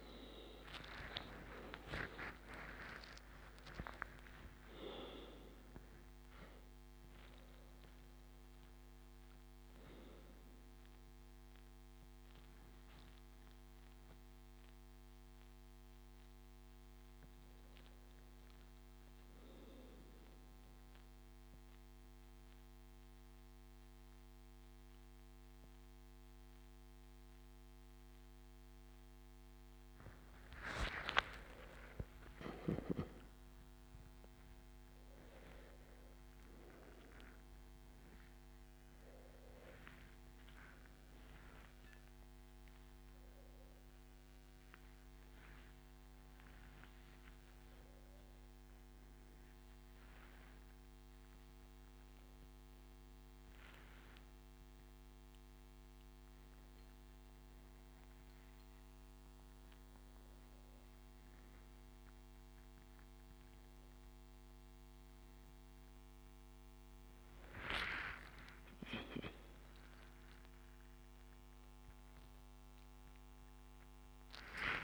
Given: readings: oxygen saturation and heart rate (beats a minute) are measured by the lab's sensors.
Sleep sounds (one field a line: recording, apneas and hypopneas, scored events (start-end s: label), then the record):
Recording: a person awake in a sleep study, by a microphone on the trachea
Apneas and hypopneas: none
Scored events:
none scored
From the record:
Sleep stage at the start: awake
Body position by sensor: on the front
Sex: male